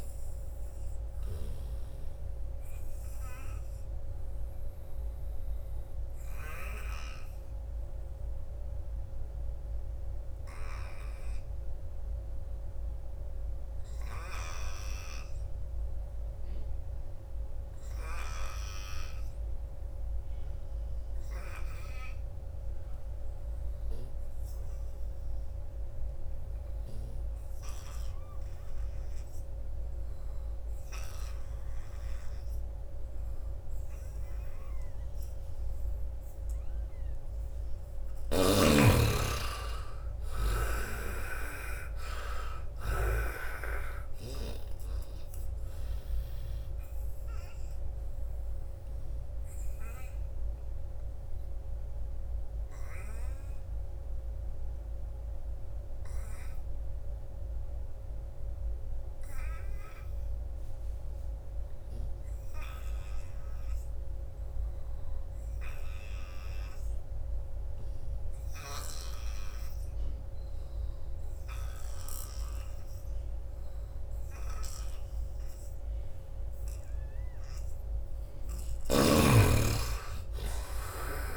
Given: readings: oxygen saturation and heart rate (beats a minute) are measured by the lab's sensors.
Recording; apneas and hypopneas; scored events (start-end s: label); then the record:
breathing in sleep by a room microphone; 2
0.00-12.50 s: oxygen desaturation (device-marked, oxygen 73% lowest, heart rate 72 extreme)
2.00-37.50 s: obstructive apnea (oxygen 98% before, 72% lowest, heart rate 80 before, 72 extreme, up 15 after)
18.50-62.50 s: oxygen desaturation (device-marked, oxygen 98% before, 72% lowest, heart rate 85 before, 72 extreme)
38.00-43.00 s: snoring (device-marked)
39.00-42.50 s: arousal
46.50-77.00 s: obstructive apnea (oxygen 98% before, 71% lowest, heart rate 78 before, 74 extreme, up 13 after)
64.50-81.37 s: oxygen desaturation (device-marked, oxygen 98% before, 73% lowest, heart rate 87 before, 71 extreme)
78.50-81.37 s: arousal
From the record:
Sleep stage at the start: N2 (light sleep); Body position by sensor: on the right side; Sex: male